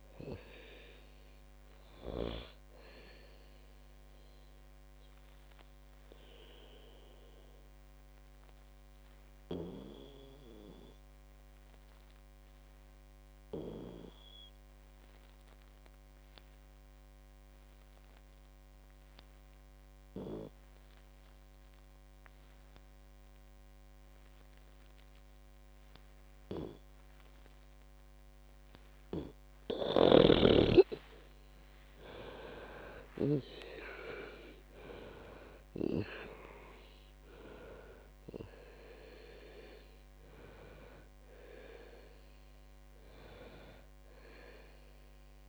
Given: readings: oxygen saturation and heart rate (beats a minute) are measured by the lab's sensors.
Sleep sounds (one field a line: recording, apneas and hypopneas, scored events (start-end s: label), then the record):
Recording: breathing in sleep by a microphone on the trachea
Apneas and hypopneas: 1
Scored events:
5.00-28.00 s: obstructive apnea (oxygen 98% before, 90% lowest, heart rate 62 before, 56 extreme, up 19 after)
27.50-45.49 s: oxygen desaturation (device-marked, oxygen 98% before, 90% lowest, heart rate 60 before, 54 extreme)
30.50-34.00 s: snoring (device-marked)
31.50-35.00 s: arousal
From the record:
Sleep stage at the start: N2 (light sleep)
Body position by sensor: on the back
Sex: female